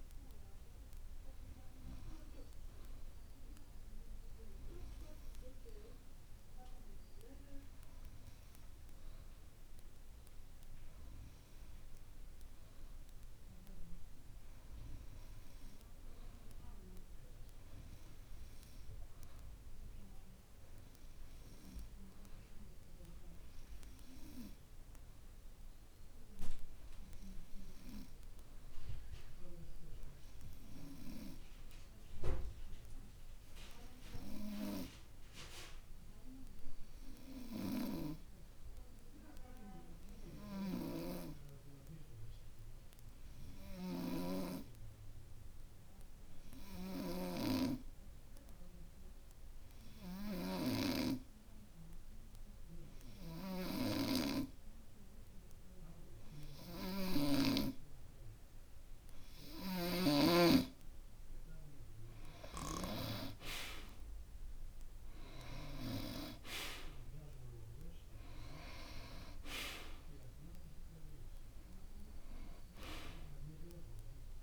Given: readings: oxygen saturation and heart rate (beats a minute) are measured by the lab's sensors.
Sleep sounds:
breathing in sleep by a room microphone; 1
38.00-59.00 s: hypopnea (oxygen 94% before, 88% lowest, heart rate 51 before, 49 extreme, up 4 after)
52.00-74.43 s: oxygen desaturation (device-marked, oxygen 92% before, 88% lowest, heart rate 52 before, 48 extreme)
61.50-65.00 s: arousal
From the record:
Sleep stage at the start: N2 (light sleep); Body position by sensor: on the back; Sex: male

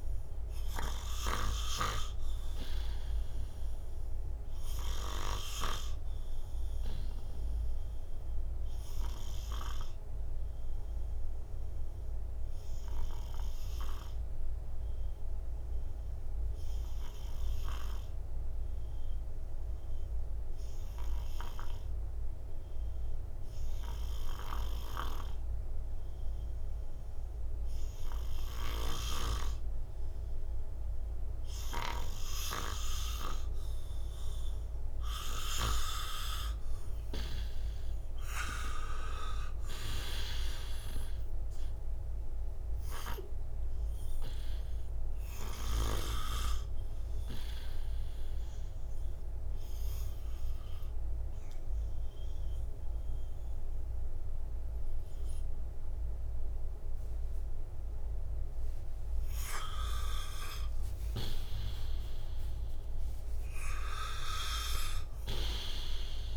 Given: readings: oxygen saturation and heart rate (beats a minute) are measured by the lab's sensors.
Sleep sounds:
breathing in sleep by a room microphone; 1
0.00-23.00 s: oxygen desaturation (device-marked, oxygen 89% lowest, heart rate 56 extreme)
7.50-35.00 s: obstructive apnea (oxygen 99% before, 89% lowest, heart rate 64 before, 56 extreme, up 9 after)
37.00-41.00 s: arousal
37.00-66.37 s: oxygen desaturation (device-marked, oxygen 97% before, 89% lowest, heart rate 58 before, 57 extreme)
60.00-64.00 s: arousal
From the record:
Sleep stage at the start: N2 (light sleep); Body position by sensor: on the right side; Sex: male

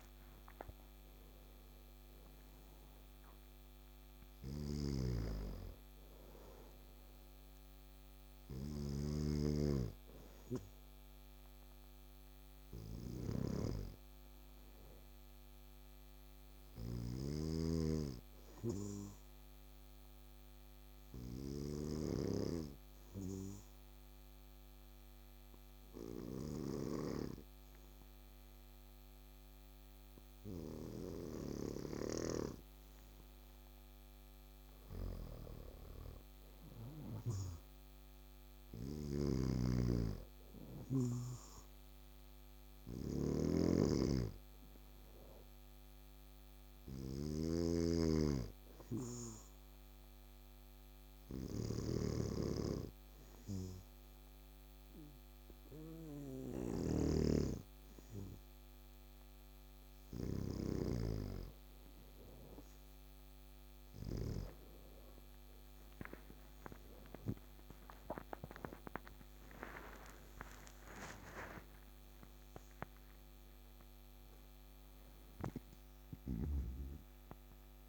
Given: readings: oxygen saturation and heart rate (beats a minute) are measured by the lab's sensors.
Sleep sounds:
breathing in sleep by a microphone on the trachea; 2
0.00-18.50 s: oxygen desaturation (device-marked, oxygen 94% lowest, heart rate 69 extreme)
0.00-22.00 s: snoring (device-marked)
18.50-33.00 s: hypopnea (oxygen 99% before, 96% lowest, heart rate 77 before, 69 extreme, up 9 after)
34.50-38.50 s: arousal
38.50-60.50 s: snoring (device-marked)
41.50-61.00 s: hypopnea (oxygen 99% before, 95% lowest, heart rate 72 before, 69 extreme, up 8 after)
66.50-70.50 s: arousal
From the record:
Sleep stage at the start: N2 (light sleep); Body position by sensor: on the back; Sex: male

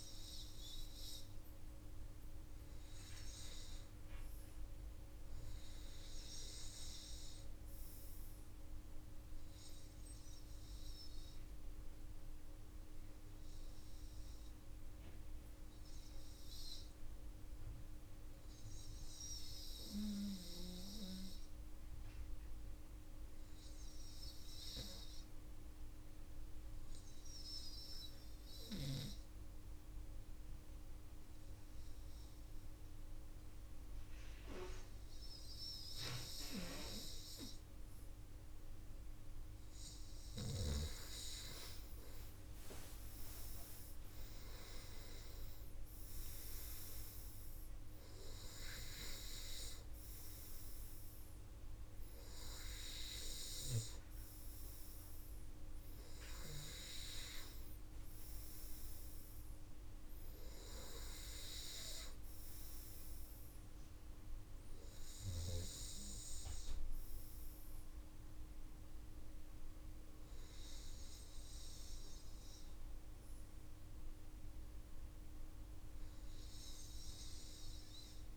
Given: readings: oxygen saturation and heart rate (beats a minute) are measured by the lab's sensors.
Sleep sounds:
breathing in sleep by a room microphone; 1
13.50-37.50 s: obstructive apnea (oxygen 96% before, 93% lowest, heart rate 59 before, 60 extreme, up 15 after)
42.00-46.50 s: arousal
46.00-58.00 s: oxygen desaturation (device-marked, oxygen 96% before, 93% lowest, heart rate 65 before, 57 extreme)
From the record:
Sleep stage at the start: REM sleep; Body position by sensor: on the front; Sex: male

